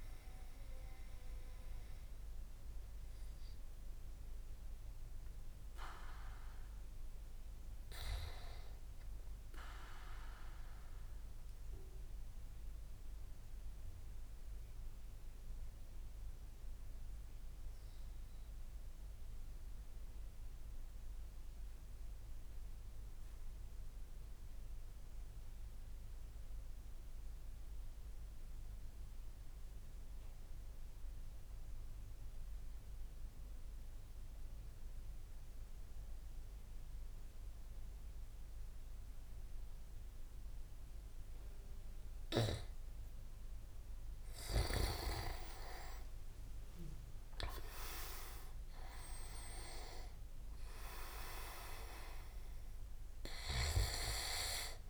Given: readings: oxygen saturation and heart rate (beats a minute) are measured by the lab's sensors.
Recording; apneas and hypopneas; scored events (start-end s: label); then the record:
breathing in sleep by a room microphone; 1
0.00-2.00 s: oxygen desaturation (device-marked, oxygen 95% lowest)
11.50-42.00 s: mixed apnea (oxygen 98% before, 94% lowest)
34.00-48.00 s: oxygen desaturation (device-marked, oxygen 99% before, 96% lowest)
44.50-49.00 s: arousal
45.00-47.00 s: leg movement (device-marked)
From the record:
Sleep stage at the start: N2 (light sleep); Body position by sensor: on the back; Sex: male